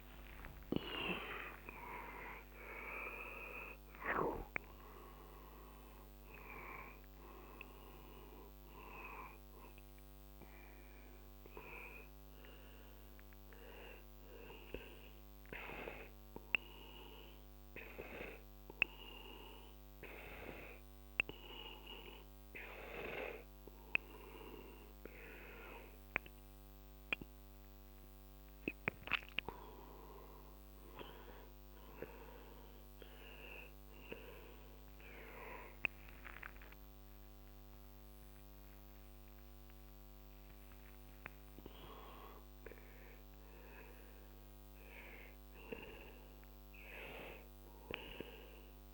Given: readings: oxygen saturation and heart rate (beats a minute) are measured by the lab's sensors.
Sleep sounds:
breathing in sleep by a microphone on the trachea; 1
0.00-1.00 s: arousal
0.00-18.00 s: oxygen desaturation (device-marked, oxygen 91% lowest, heart rate 52 extreme)
15.00-25.50 s: obstructive apnea (oxygen 97% before, 92% lowest, heart rate 86 before, 52 extreme, up 12 after)
27.50-31.50 s: arousal
From the record:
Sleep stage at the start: N2 (light sleep); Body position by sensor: on the back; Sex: male

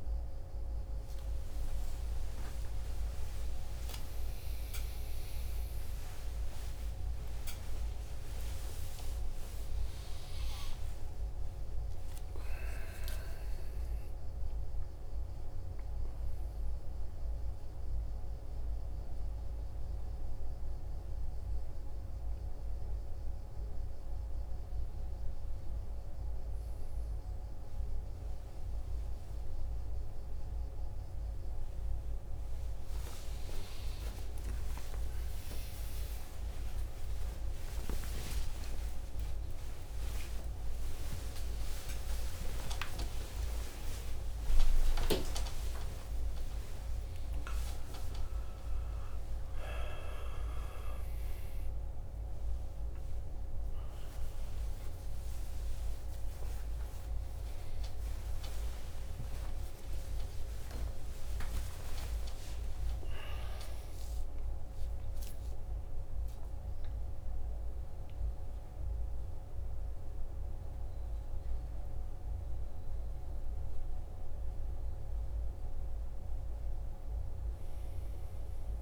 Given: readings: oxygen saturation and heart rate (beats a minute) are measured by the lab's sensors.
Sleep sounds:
a person awake in a sleep study, by a room microphone; none
none scored
From the record:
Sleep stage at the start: awake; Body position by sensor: on the right side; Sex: male

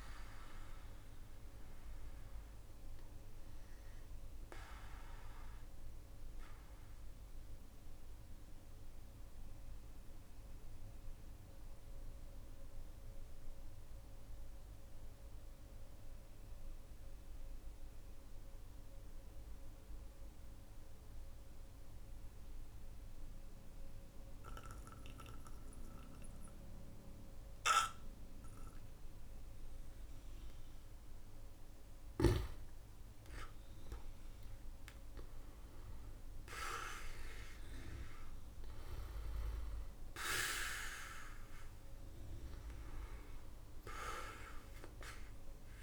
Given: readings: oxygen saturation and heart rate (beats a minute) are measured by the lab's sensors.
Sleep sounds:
a person partly awake in a sleep study, by a room microphone; 1
3.00-33.00 s: new sleep stage, N2 (light sleep)
6.50-30.50 s: obstructive apnea (oxygen 98% before, 91% lowest, heart rate 52 before, 45 extreme, up 10 after)
33.00-45.83 s: new sleep stage, awake
36.00-45.83 s: oxygen desaturation (device-marked, oxygen 98% before, 91% lowest, heart rate 55 before, 45 extreme)
From the record:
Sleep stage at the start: N1 (lightest sleep); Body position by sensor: on the back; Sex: male

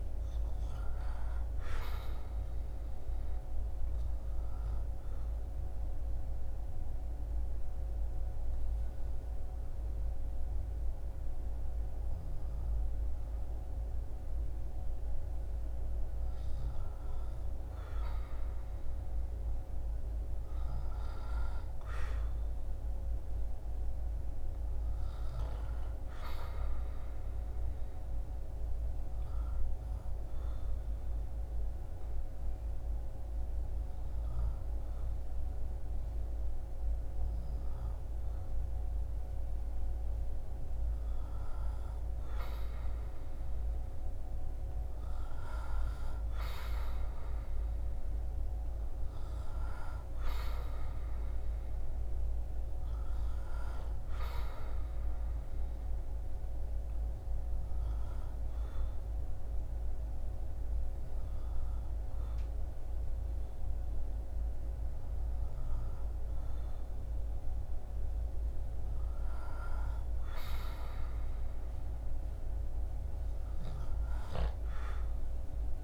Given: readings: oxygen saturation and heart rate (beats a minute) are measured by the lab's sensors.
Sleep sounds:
breathing in sleep, hard to hear, by a room microphone; 3
3.50-16.00 s: obstructive apnea (oxygen 99% before, 95% lowest, heart rate 75 before, 67 extreme, up 8 after)
17.00-22.50 s: arousal
27.50-40.00 s: obstructive apnea (oxygen 98% before, 95% lowest, heart rate 72 before, 69 extreme, up 2 after)
42.00-47.00 s: arousal
55.50-66.50 s: hypopnea (oxygen 98% before, 95% lowest, heart rate 73 before, 70 extreme, up 7 after)
70.00-74.00 s: arousal
From the record:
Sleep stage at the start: N2 (light sleep); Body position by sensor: on the back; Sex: male

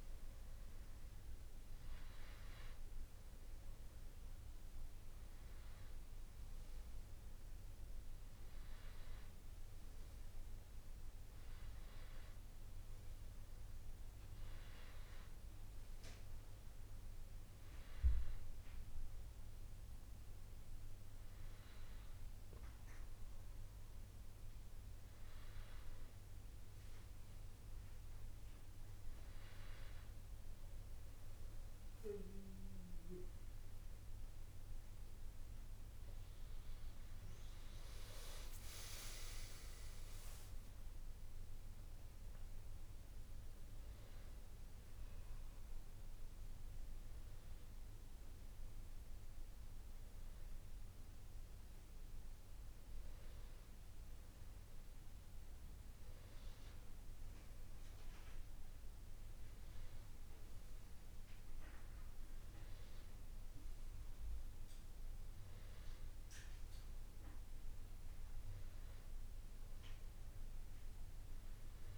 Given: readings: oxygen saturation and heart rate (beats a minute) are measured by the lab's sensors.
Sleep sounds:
breathing in sleep, hard to hear, by a room microphone; none
36.00-40.00 s: arousal
40.00-71.98 s: new sleep stage, N1 (lightest sleep)
From the record:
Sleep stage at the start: N2 (light sleep); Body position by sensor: on the back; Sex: male

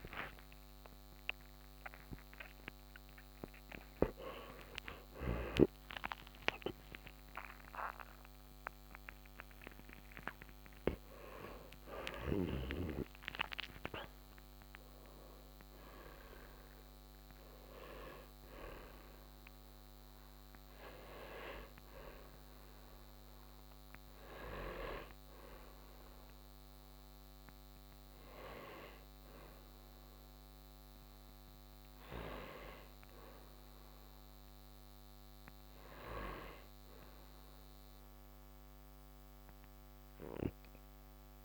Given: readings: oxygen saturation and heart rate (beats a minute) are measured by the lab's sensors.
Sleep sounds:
breathing in sleep by a microphone on the trachea; none
0.00-34.00 s: oxygen desaturation (device-marked, oxygen 87% lowest, heart rate 47 extreme)
6.00-36.00 s: new sleep stage, N1 (lightest sleep)
6.50-12.00 s: arousal
36.00-41.45 s: new sleep stage, N2 (light sleep)
From the record:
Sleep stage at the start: N2 (light sleep); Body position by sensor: on the back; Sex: male

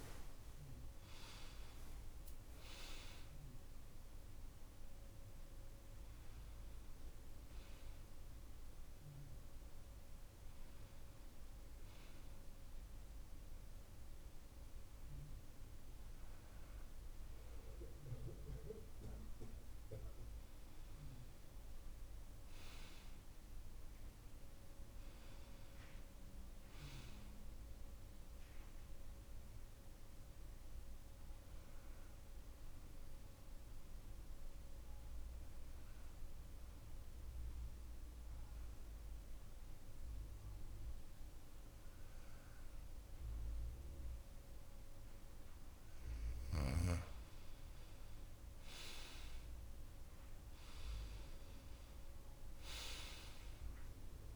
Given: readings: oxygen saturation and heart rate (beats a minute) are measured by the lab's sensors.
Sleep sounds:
breathing in sleep by a room microphone; 1
22.50-26.00 s: arousal
30.50-45.50 s: hypopnea (oxygen 96% before, 92% lowest)
46.50-51.00 s: arousal
50.50-54.36 s: oxygen desaturation (device-marked, oxygen 96% before, 92% lowest)
From the record:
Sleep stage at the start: N2 (light sleep); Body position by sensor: on the back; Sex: male

